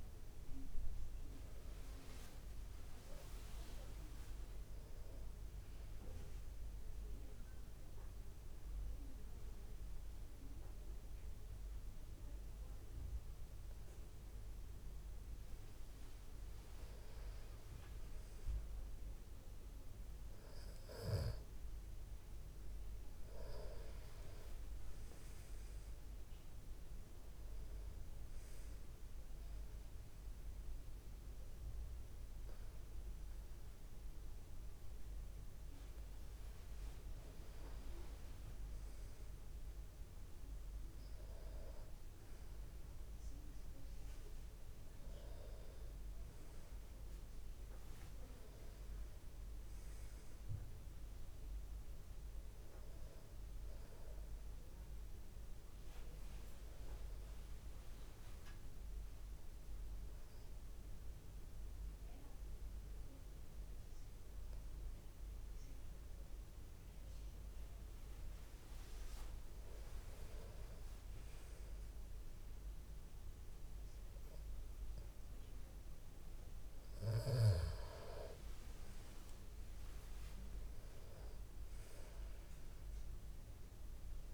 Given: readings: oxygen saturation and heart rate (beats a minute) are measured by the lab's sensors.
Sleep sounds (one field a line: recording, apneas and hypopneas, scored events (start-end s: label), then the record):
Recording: breathing in sleep, hard to hear, by a room microphone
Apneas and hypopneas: 3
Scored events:
6.00-16.50 s: obstructive apnea (oxygen 96% before, 92% lowest, heart rate 57 before, 45 extreme, up 8 after)
19.00-22.50 s: arousal
29.00-39.00 s: obstructive apnea (oxygen 96% before, 92% lowest)
33.00-44.00 s: oxygen desaturation (device-marked, oxygen 95% before, 92% lowest)
45.50-49.50 s: arousal
58.50-68.50 s: obstructive apnea (oxygen 96% before, 94% lowest, heart rate 66 before, 55 extreme, up 55 after)
69.50-73.00 s: arousal
From the record:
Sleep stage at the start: N2 (light sleep)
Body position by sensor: on the back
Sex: male